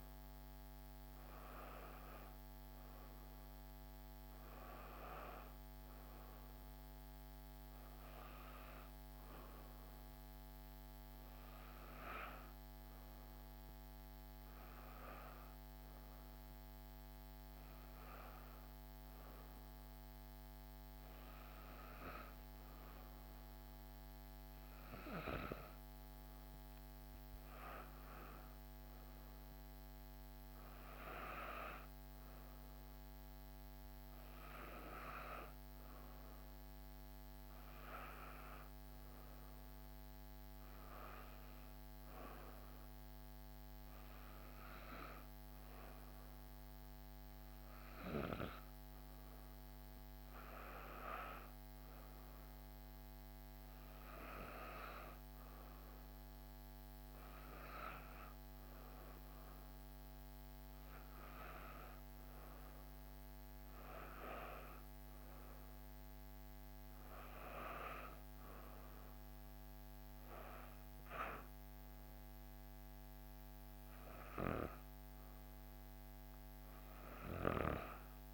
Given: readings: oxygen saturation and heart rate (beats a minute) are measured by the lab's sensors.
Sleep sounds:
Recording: breathing in sleep by a microphone on the trachea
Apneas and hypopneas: 1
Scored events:
9.50-14.00 s: arousal
40.50-50.50 s: hypopnea (oxygen 93% before, 93% lowest, heart rate 60 before, 58 extreme, up 2 after)
52.00-55.50 s: arousal
From the record:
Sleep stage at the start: N2 (light sleep)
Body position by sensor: on the back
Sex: female

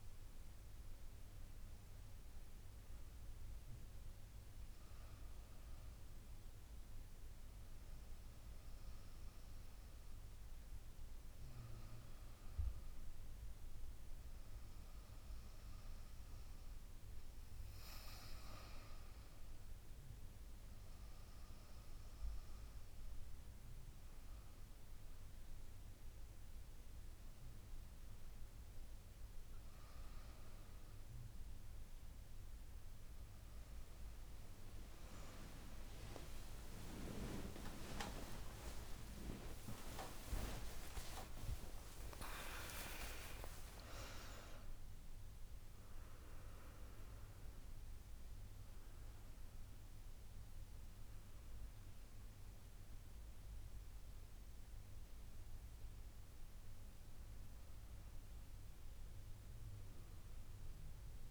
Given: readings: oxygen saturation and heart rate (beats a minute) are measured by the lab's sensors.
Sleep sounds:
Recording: breathing in sleep by a room microphone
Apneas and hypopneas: none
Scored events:
34.50-48.50 s: tachycardia (device-marked, heart rate 80 before, 179 extreme)
35.50-40.50 s: arousal
39.50-41.50 s: long interval between heartbeats (device-marked, heart rate 87 before, 140 extreme)
39.50-54.50 s: drop in pulse transit time (device-marked, heart rate 87 before, 93 extreme)
42.00-44.00 s: long interval between heartbeats (device-marked, heart rate 94 before, 176 extreme)
From the record:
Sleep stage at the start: N1 (lightest sleep)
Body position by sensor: on the back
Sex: female

